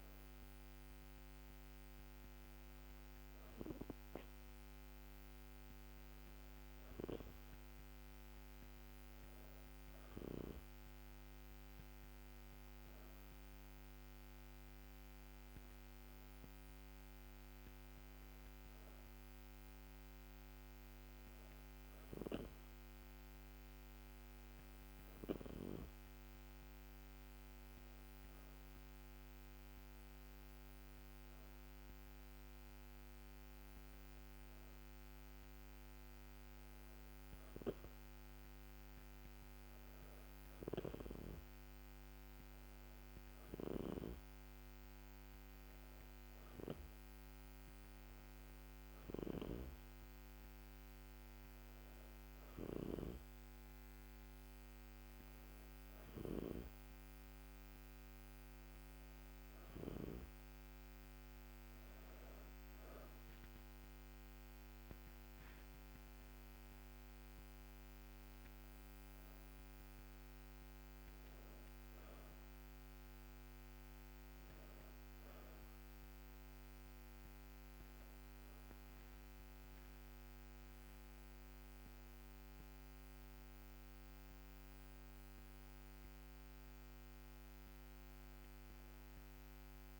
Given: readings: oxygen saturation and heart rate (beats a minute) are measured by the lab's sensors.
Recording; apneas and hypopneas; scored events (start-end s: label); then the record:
breathing in sleep by a microphone on the trachea; none
12.00-16.00 s: arousal
From the record:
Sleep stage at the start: N2 (light sleep); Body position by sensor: on the back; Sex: female